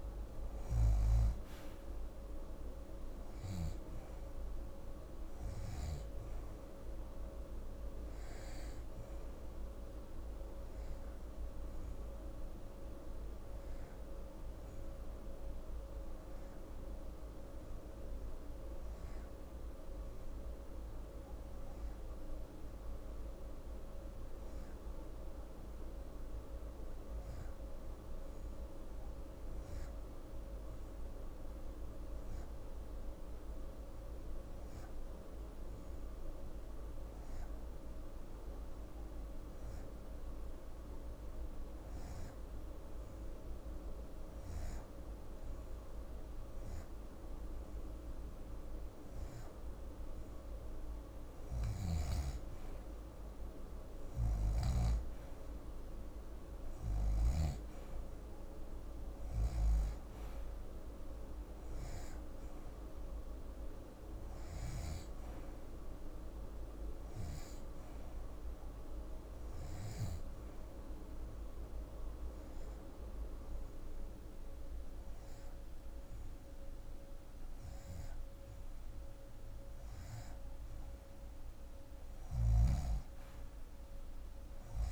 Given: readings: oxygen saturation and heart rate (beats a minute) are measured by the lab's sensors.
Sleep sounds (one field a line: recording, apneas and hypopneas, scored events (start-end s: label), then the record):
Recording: breathing in sleep by a room microphone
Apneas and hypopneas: 2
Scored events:
0.00-1.00 s: oxygen desaturation (device-marked, oxygen 85% lowest, heart rate 39 extreme)
0.00-4.50 s: arousal
11.00-48.50 s: hypopnea (oxygen 88% before, 83% lowest, heart rate 121 before, 38 extreme, up 30 after)
38.00-63.00 s: oxygen desaturation (device-marked, oxygen 91% before, 83% lowest, heart rate 95 before, 38 extreme)
52.00-56.00 s: arousal
53.50-57.00 s: snoring (device-marked)
70.50-80.50 s: hypopnea (oxygen 87% before, 84% lowest, heart rate 80 before, 54 extreme, up 15 after)
82.00-84.92 s: arousal
From the record:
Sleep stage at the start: REM sleep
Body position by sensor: on the left side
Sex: female